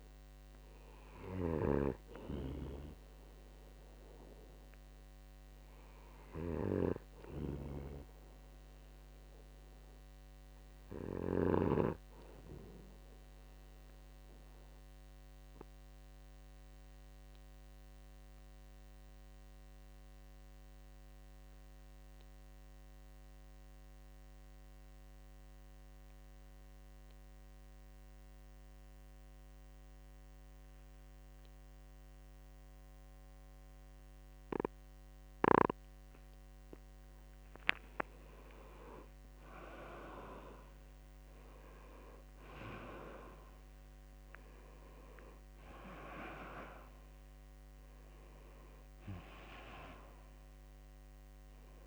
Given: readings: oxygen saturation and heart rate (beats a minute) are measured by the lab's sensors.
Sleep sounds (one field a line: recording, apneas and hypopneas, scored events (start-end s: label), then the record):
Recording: breathing in sleep by a microphone on the trachea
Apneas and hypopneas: 1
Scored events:
0.00-12.50 s: snoring (device-marked)
14.50-37.00 s: obstructive apnea (oxygen 96% before, 91% lowest, heart rate 63 before, 61 extreme, up 6 after)
38.50-43.00 s: arousal
From the record:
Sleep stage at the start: N2 (light sleep)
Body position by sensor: on the right side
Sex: male